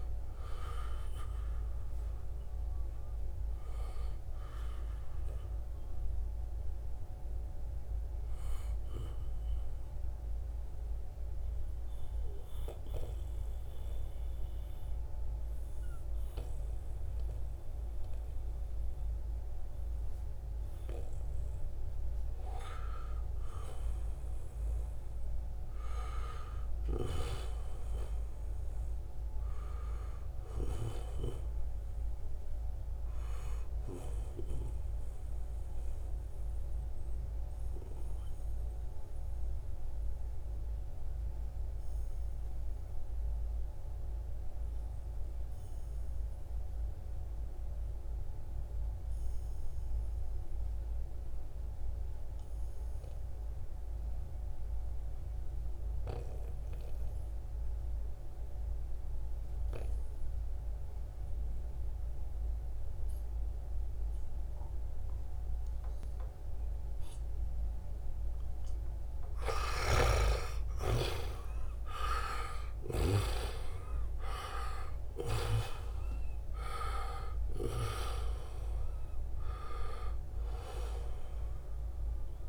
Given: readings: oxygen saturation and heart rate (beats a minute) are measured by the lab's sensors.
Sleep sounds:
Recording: breathing in sleep by a room microphone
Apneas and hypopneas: 2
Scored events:
0.00-16.00 s: oxygen desaturation (device-marked, oxygen 86% lowest, heart rate 60 extreme)
8.50-21.50 s: obstructive apnea (oxygen 94% before, 89% lowest, heart rate 77 before, 67 extreme, up 4 after)
23.50-28.50 s: arousal
35.50-67.50 s: obstructive apnea (oxygen 97% before, 87% lowest, heart rate 73 before, 62 extreme, up 14 after)
56.00-82.49 s: oxygen desaturation (device-marked, oxygen 96% before, 87% lowest, heart rate 67 before, 62 extreme)
68.50-72.50 s: snoring (device-marked)
69.50-74.50 s: arousal
From the record:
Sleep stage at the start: N2 (light sleep)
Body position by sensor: on the back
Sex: male

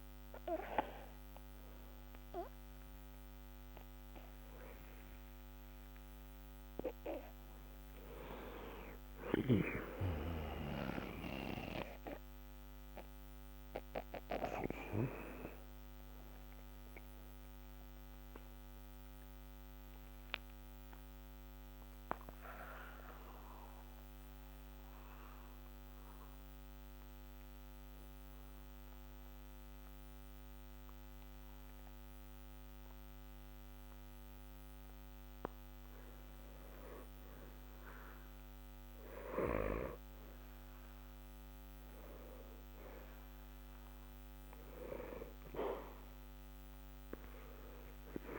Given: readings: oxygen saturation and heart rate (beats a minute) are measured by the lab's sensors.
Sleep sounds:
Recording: breathing in sleep by a microphone on the trachea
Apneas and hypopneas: 1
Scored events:
4.50-8.50 s: arousal
16.00-35.50 s: central apnea (oxygen 90% before, 88% lowest, heart rate 60 before, 60 extreme, up 0 after)
46.00-48.39 s: arousal
From the record:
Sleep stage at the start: N2 (light sleep)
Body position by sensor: on the back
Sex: male

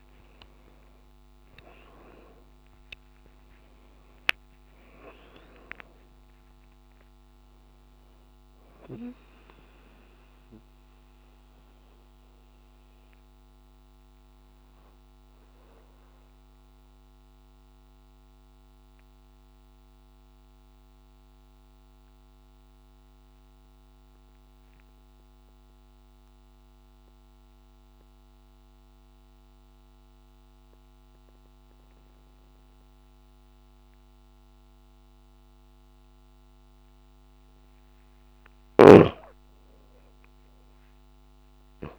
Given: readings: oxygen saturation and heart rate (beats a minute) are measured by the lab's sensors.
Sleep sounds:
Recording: breathing in sleep by a microphone on the trachea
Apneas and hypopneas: 1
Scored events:
0.00-31.00 s: oxygen desaturation (device-marked, oxygen 92% lowest)
16.00-37.50 s: mixed apnea (oxygen 97% before, 92% lowest)
21.00-23.00 s: long interval between heartbeats (device-marked)
38.00-41.99 s: snoring (device-marked)
39.50-41.99 s: arousal
From the record:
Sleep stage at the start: N2 (light sleep)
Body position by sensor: on the back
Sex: female

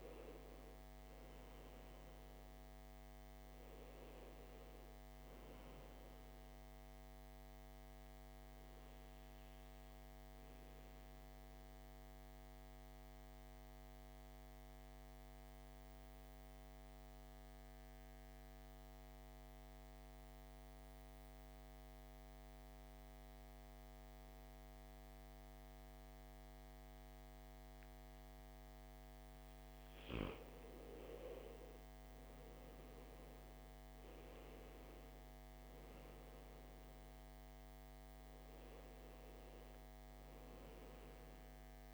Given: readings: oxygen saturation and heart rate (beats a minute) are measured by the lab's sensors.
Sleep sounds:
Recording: breathing in sleep, hard to hear, by a microphone on the trachea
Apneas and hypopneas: 1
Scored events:
7.00-26.00 s: oxygen desaturation (device-marked, oxygen 98% before, 92% lowest, heart rate 59 before, 52 extreme)
9.50-30.50 s: obstructive apnea (oxygen 98% before, 89% lowest, heart rate 60 before, 52 extreme, up 12 after)
32.50-36.50 s: arousal
38.00-41.94 s: oxygen desaturation (device-marked, oxygen 98% before, 91% lowest, heart rate 57 before, 52 extreme)
From the record:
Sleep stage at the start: N2 (light sleep)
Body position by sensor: on the back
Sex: male

